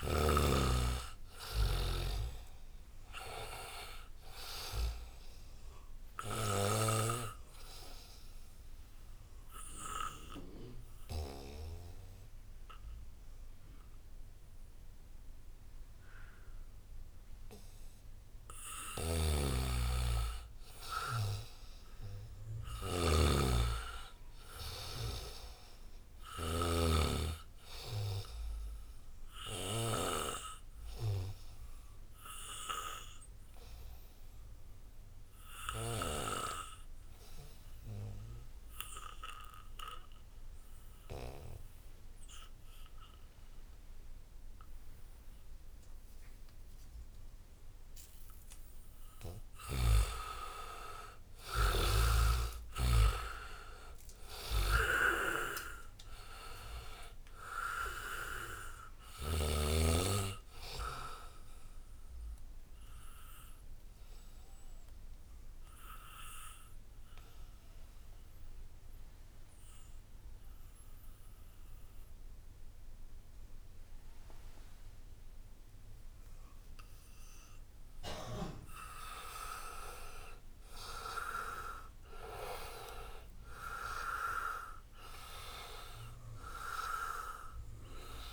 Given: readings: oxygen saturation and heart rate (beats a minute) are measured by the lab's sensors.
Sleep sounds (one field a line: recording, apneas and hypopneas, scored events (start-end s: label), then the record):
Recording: breathing in sleep by a room microphone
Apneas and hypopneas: 3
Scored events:
0.00-1.50 s: snoring (device-marked)
4.00-19.00 s: obstructive apnea (oxygen 99% before, 79% lowest, heart rate 83 before, 77 extreme, up 2 after)
5.50-10.50 s: oxygen desaturation (device-marked, oxygen 95% before, 85% lowest, heart rate 83 before, 78 extreme)
18.50-26.50 s: snoring (device-marked)
20.50-23.50 s: arousal
24.50-37.50 s: oxygen desaturation (device-marked, oxygen 97% before, 88% lowest, heart rate 79 before, 75 extreme)
29.00-47.50 s: obstructive apnea (oxygen 97% before, 79% lowest, heart rate 79 before, 75 extreme, up 5 after)
43.50-69.50 s: oxygen desaturation (device-marked, oxygen 95% before, 79% lowest, heart rate 79 before, 75 extreme)
50.00-54.00 s: arousal
63.50-78.00 s: mixed apnea (oxygen 95% before, 79% lowest, heart rate 79 before, 76 extreme, up 2 after)
79.50-82.50 s: arousal
82.50-88.33 s: oxygen desaturation (device-marked, oxygen 98% before, 88% lowest, heart rate 79 before, 75 extreme)
From the record:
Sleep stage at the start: N2 (light sleep)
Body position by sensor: on the back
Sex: male